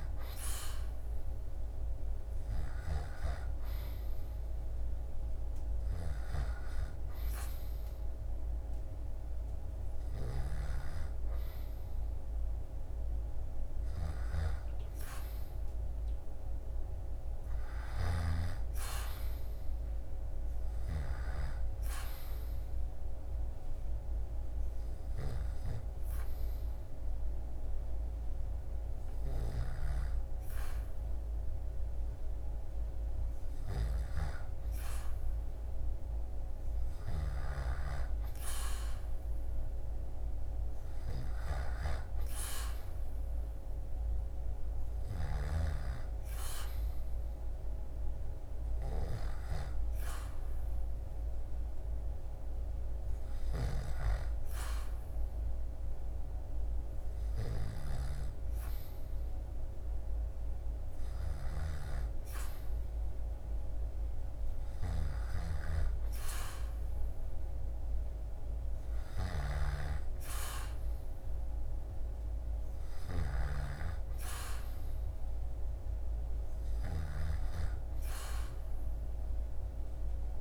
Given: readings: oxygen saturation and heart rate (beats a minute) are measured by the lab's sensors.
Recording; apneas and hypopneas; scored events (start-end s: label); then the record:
breathing in sleep by a room microphone; none
0.00-17.50 s: snoring (device-marked)
19.50-80.41 s: snoring (device-marked)
22.50-26.00 s: arousal
From the record:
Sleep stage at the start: N2 (light sleep); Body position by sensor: on the back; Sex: male